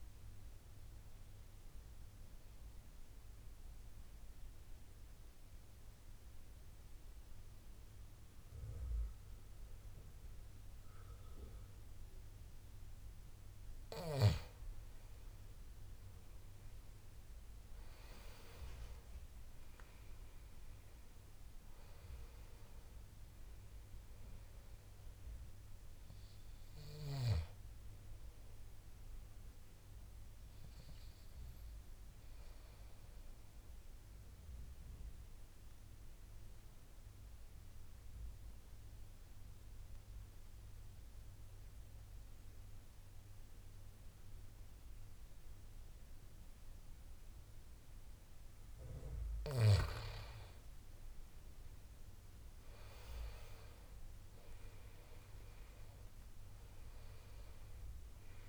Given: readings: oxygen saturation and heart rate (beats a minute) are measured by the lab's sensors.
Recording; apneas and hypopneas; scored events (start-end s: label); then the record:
breathing in sleep by a room microphone; 2
3.00-14.00 s: central apnea (oxygen 98% before, 87% lowest, heart rate 91 before, 71 extreme, up 15 after)
15.50-19.00 s: arousal
17.00-41.00 s: oxygen desaturation (device-marked, oxygen 99% before, 87% lowest, heart rate 79 before, 71 extreme)
33.00-48.50 s: obstructive apnea (oxygen 99% before, 87% lowest, heart rate 80 before, 71 extreme, up 9 after)
50.50-54.50 s: arousal
51.00-58.48 s: oxygen desaturation (device-marked, oxygen 98% before, 87% lowest, heart rate 74 before, 71 extreme)
From the record:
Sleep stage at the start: N2 (light sleep); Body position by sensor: on the back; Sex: male